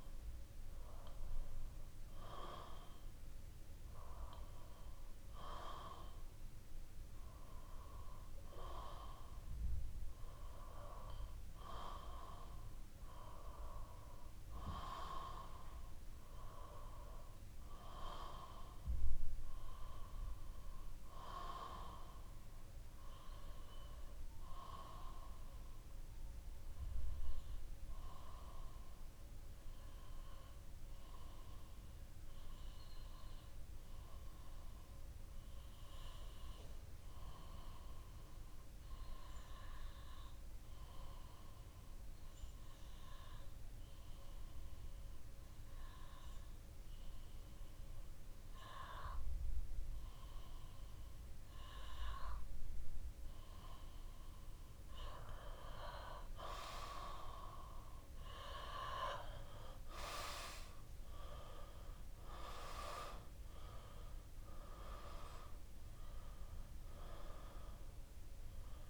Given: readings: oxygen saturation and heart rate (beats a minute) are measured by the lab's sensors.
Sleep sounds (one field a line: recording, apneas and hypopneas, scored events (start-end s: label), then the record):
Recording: breathing in sleep by a room microphone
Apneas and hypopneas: 1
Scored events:
1.00-68.89 s: new sleep stage, REM sleep
37.50-50.00 s: obstructive apnea (oxygen 97% before, 88% lowest, heart rate 62 before, 63 extreme, up 0 after)
53.00-56.50 s: arousal
63.00-68.89 s: oxygen desaturation (device-marked, oxygen 95% before, 88% lowest, heart rate 65 before, 61 extreme)
From the record:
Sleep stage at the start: N2 (light sleep)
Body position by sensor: on the back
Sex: male